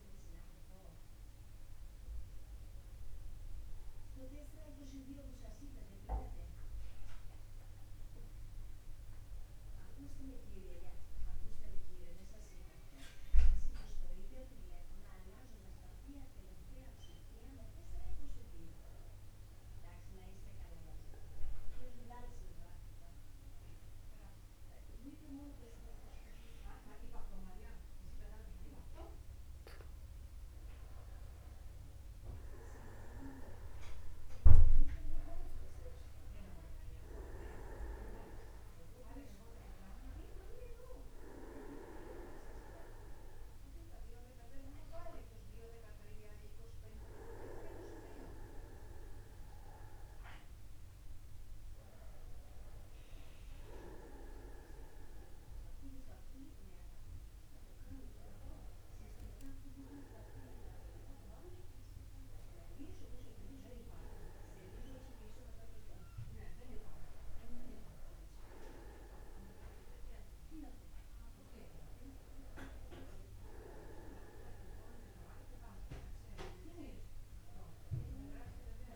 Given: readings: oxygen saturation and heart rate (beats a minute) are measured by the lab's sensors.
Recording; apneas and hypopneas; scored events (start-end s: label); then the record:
a person awake in a sleep study, by a room microphone; 1
2.50-4.50 s: long interval between heartbeats (device-marked, heart rate 83 before, 79 extreme)
4.50-26.50 s: obstructive apnea (oxygen 97% before, 94% lowest, heart rate 83 before, 50 extreme, up 1 after)
19.00-21.00 s: long interval between heartbeats (device-marked, heart rate 62 before, 60 extreme)
19.50-78.96 s: new sleep stage, awake
21.50-23.50 s: long interval between heartbeats (device-marked, heart rate 60 before, 69 extreme)
28.00-30.00 s: long interval between heartbeats (device-marked, heart rate 56 before, 57 extreme)
40.00-42.00 s: long interval between heartbeats (device-marked, heart rate 59 before, 57 extreme)
42.50-44.50 s: long interval between heartbeats (device-marked, heart rate 59 before, 90 extreme)
45.50-47.50 s: long interval between heartbeats (device-marked, heart rate 64 before, 110 extreme)
49.50-51.50 s: long interval between heartbeats (device-marked, heart rate 75 before, 115 extreme)
51.50-53.50 s: long interval between heartbeats (device-marked, heart rate 80 before, 117 extreme)
54.50-56.50 s: long interval between heartbeats (device-marked, heart rate 90 before, 140 extreme)
59.00-61.00 s: long interval between heartbeats (device-marked, heart rate 108 before, 147 extreme)
61.00-63.00 s: long interval between heartbeats (device-marked, heart rate 118 before, 118 extreme)
63.50-65.50 s: long interval between heartbeats (device-marked, heart rate 124 before, 116 extreme)
68.00-70.00 s: long interval between heartbeats (device-marked, heart rate 125 before, 134 extreme)
71.50-73.50 s: long interval between heartbeats (device-marked, heart rate 130 before, 150 extreme)
74.00-76.00 s: long interval between heartbeats (device-marked, heart rate 133 before, 137 extreme)
77.50-78.96 s: long interval between heartbeats (device-marked, heart rate 133 before, 126 extreme)
From the record:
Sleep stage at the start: N1 (lightest sleep); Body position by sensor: upright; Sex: male